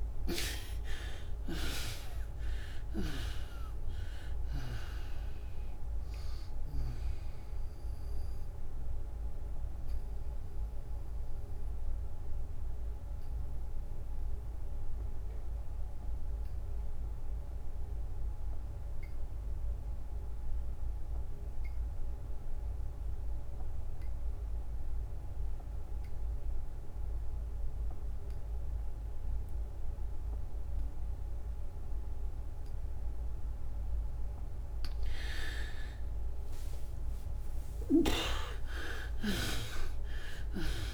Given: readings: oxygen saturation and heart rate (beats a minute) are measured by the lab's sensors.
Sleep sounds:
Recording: breathing in sleep by a room microphone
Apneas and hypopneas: 1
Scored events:
0.00-2.00 s: arousal
0.00-24.00 s: oxygen desaturation (device-marked, oxygen 71% lowest, heart rate 59 extreme)
8.00-32.50 s: obstructive apnea (oxygen 98% before, 71% lowest, heart rate 80 before, 65 extreme, up 55 after)
29.00-40.94 s: oxygen desaturation (device-marked, oxygen 98% before, 73% lowest, heart rate 72 before, 63 extreme)
33.00-40.94 s: new sleep stage, REM sleep
35.50-40.94 s: arousal
From the record:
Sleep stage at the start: N2 (light sleep)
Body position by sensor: on the back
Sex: female

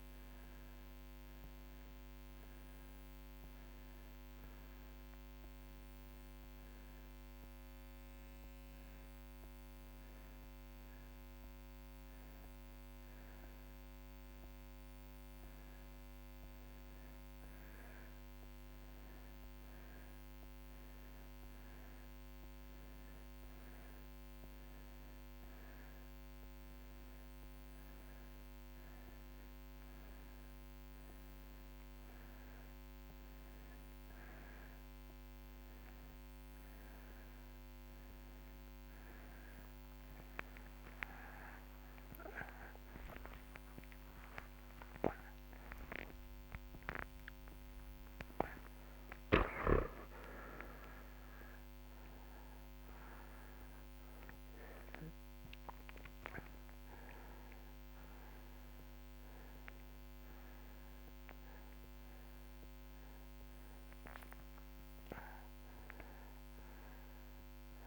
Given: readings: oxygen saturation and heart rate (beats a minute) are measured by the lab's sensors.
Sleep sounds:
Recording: breathing in sleep by a microphone on the trachea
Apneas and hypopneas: none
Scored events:
32.00-67.87 s: new sleep stage, N1 (lightest sleep)
42.50-48.00 s: arousal
From the record:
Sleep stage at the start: N2 (light sleep)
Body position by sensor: on the right side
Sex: male

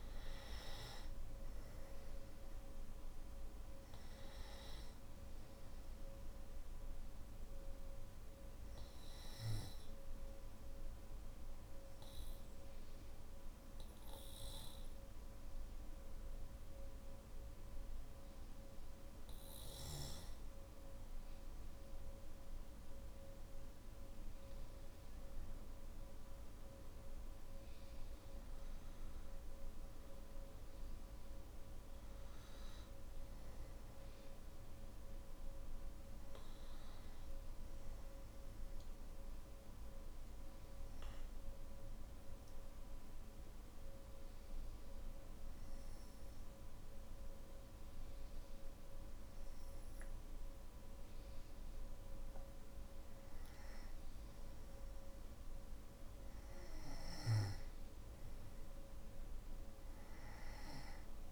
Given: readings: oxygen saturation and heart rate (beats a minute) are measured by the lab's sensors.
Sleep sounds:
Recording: breathing in sleep, hard to hear, by a room microphone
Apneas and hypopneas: 2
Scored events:
0.00-17.00 s: oxygen desaturation (device-marked, oxygen 94% lowest, heart rate 49 extreme)
6.50-23.50 s: obstructive apnea (oxygen 98% before, 93% lowest, heart rate 52 before, 52 extreme, up 8 after)
7.00-61.32 s: new sleep stage, N1 (lightest sleep)
30.00-42.00 s: oxygen desaturation (device-marked, oxygen 97% before, 94% lowest, heart rate 56 before, 54 extreme)
38.00-53.00 s: obstructive apnea (oxygen 97% before, 93% lowest, heart rate 57 before, 51 extreme, up 9 after)
60.00-61.32 s: oxygen desaturation (device-marked, oxygen 97% before, 93% lowest, heart rate 58 before, 50 extreme)
From the record:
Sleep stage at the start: N3 (deep sleep)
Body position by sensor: on the back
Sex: male

